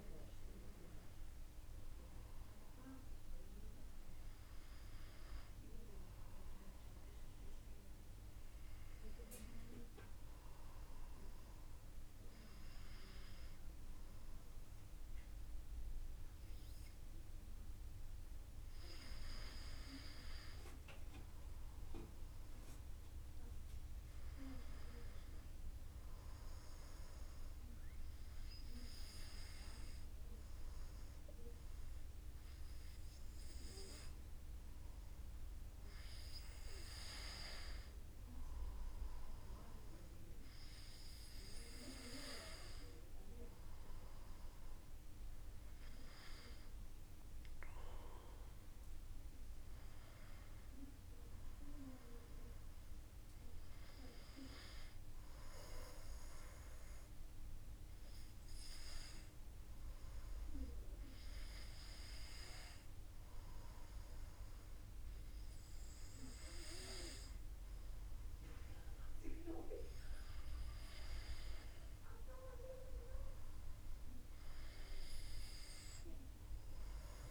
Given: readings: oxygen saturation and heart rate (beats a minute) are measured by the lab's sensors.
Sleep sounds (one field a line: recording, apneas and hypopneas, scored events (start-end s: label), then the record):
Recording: breathing in sleep by a room microphone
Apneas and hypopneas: 1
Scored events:
55.00-71.00 s: hypopnea (oxygen 96% before, 93% lowest)
From the record:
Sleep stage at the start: N2 (light sleep)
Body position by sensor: on the back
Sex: male